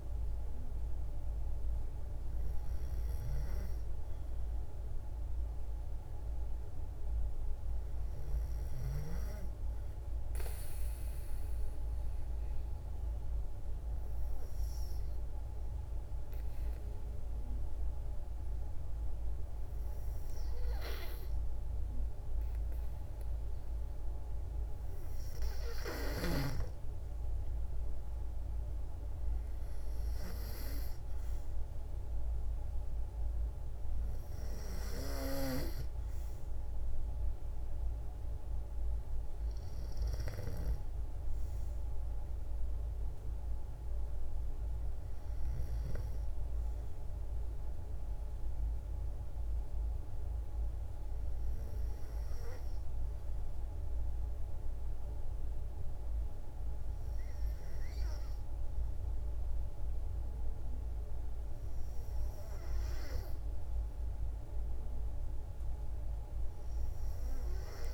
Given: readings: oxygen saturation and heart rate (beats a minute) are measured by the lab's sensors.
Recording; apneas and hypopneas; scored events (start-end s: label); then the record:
breathing in sleep by a room microphone; 1
10.50-24.00 s: obstructive apnea (oxygen 95% before, 93% lowest, heart rate 65 before, 56 extreme, up 3 after)
27.00-30.50 s: arousal
29.00-50.00 s: oxygen desaturation (device-marked, oxygen 96% before, 93% lowest, heart rate 57 before, 54 extreme)
From the record:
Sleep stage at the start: N2 (light sleep); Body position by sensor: on the back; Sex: female